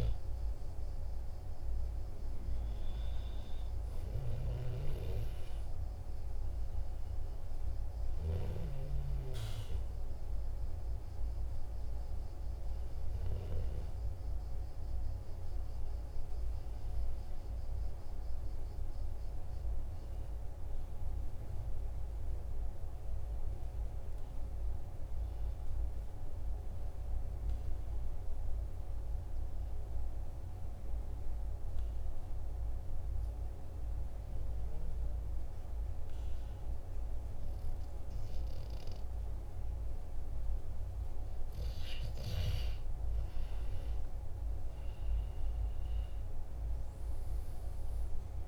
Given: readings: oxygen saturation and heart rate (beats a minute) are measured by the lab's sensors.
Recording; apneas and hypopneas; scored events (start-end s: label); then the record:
breathing in sleep, hard to hear, by a room microphone; 1
22.00-40.00 s: obstructive apnea (oxygen 97% before, 94% lowest, heart rate 47 before, 44 extreme, up 4 after)
43.00-48.00 s: arousal
From the record:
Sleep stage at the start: N2 (light sleep); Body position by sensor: on the right side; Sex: male